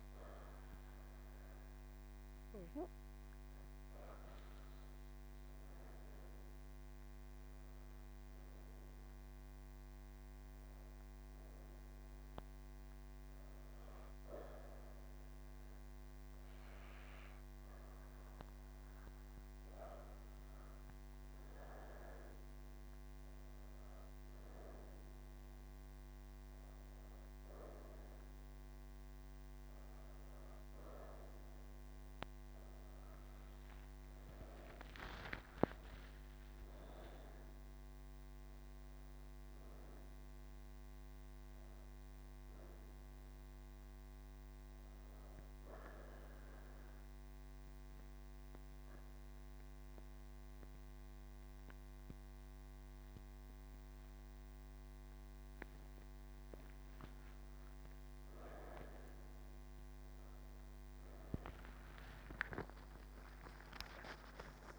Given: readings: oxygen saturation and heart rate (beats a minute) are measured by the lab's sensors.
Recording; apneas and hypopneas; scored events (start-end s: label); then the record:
breathing in sleep by a microphone on the trachea; 2
11.00-21.00 s: hypopnea (oxygen 97% before, 93% lowest, heart rate 62 before, 59 extreme, up 2 after)
46.50-57.50 s: obstructive apnea (oxygen 96% before, 94% lowest, heart rate 64 before, 36 extreme, up 4 after)
From the record:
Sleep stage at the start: N3 (deep sleep); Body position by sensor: on the right side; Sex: female